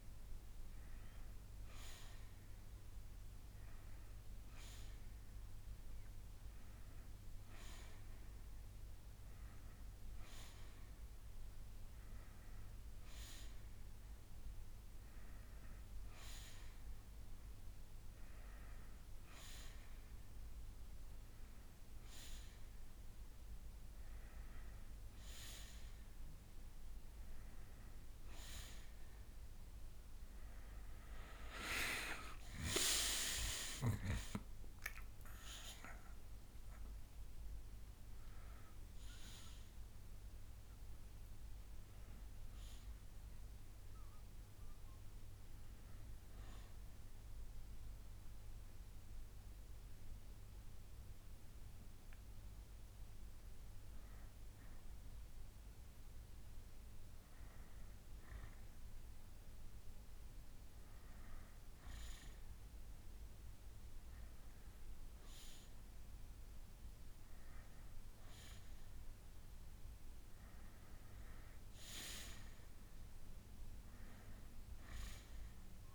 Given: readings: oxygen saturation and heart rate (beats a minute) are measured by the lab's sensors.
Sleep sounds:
breathing in sleep by a room microphone; 1
33.00-37.50 s: arousal
45.00-58.00 s: mixed apnea (oxygen 93% before, 88% lowest, heart rate 71 before, 61 extreme, up 11 after)
60.50-64.50 s: arousal
67.00-75.95 s: new sleep stage, N2 (light sleep)
68.00-75.95 s: oxygen desaturation (device-marked, oxygen 97% before, 93% lowest, heart rate 68 before, 54 extreme)
From the record:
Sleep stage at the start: N1 (lightest sleep); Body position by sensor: on the back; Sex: male

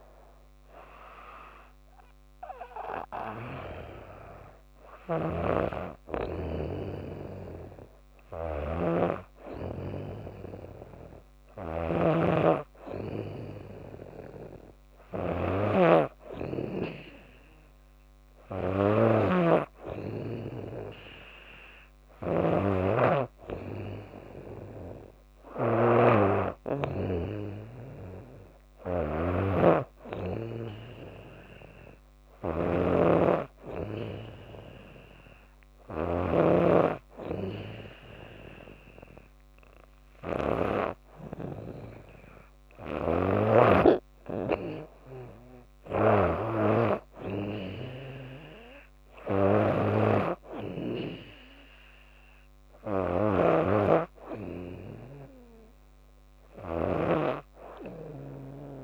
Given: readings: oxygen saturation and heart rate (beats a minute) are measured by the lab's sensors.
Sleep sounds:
breathing in sleep by a microphone on the trachea; none
4.50-58.84 s: snoring (device-marked)
From the record:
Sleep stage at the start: N2 (light sleep); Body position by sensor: on the back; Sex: female

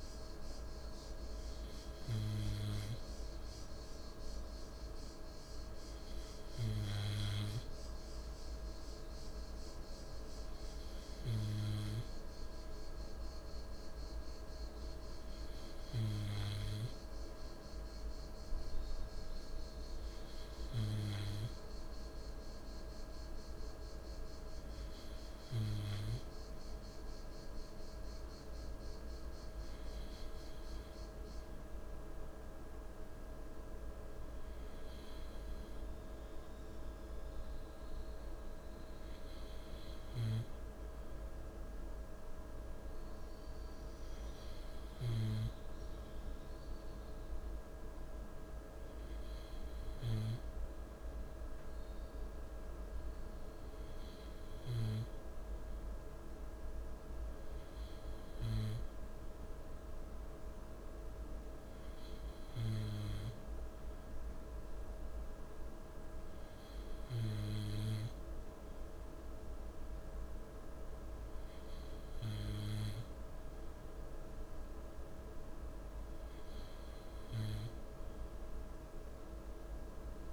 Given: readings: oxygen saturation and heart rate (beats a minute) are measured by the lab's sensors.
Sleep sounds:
breathing in sleep by a room microphone; none
none scored
From the record:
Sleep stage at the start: N2 (light sleep); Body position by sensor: on the left side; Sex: male

